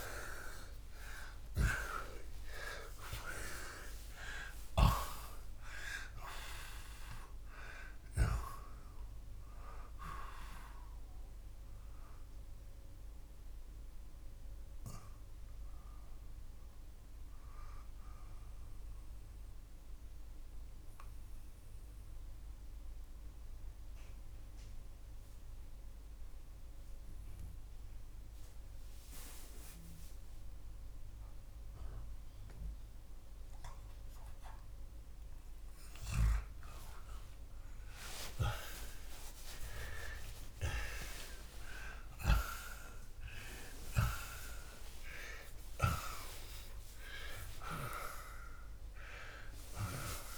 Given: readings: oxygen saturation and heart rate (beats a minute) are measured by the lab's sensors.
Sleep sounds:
breathing in sleep by a room microphone; 1
0.00-1.50 s: arousal
13.50-32.00 s: obstructive apnea (oxygen 92% before, 81% lowest, heart rate 82 before, 43 extreme, up 13 after)
18.50-40.50 s: oxygen desaturation (device-marked, oxygen 89% before, 81% lowest)
34.00-39.00 s: arousal
From the record:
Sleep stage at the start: N2 (light sleep); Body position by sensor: on the back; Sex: male

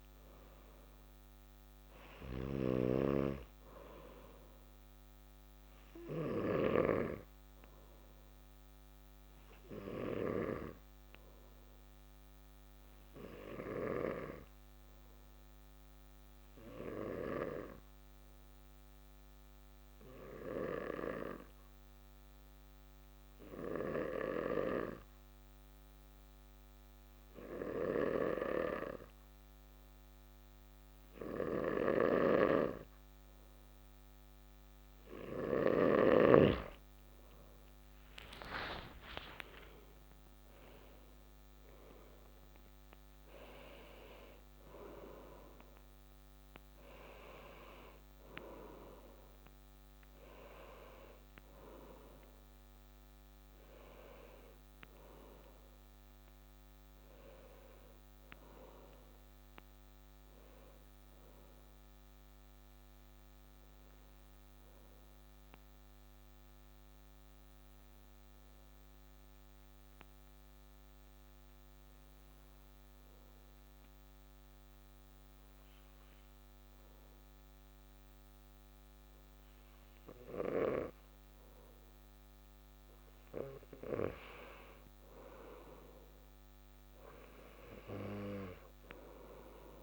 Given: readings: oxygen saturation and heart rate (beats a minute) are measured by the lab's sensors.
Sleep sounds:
breathing in sleep by a microphone on the trachea; 2
0.00-1.50 s: arousal
11.50-34.50 s: obstructive apnea (oxygen 98% before, 93% lowest, heart rate 139 before, 50 extreme, up 54 after)
36.50-40.50 s: arousal
39.00-69.00 s: oxygen desaturation (device-marked, oxygen 96% before, 93% lowest, heart rate 96 before, 68 extreme)
62.50-81.50 s: obstructive apnea (oxygen 96% before, 93% lowest)
84.00-88.00 s: arousal
From the record:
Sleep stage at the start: N2 (light sleep); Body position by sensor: on the back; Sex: male

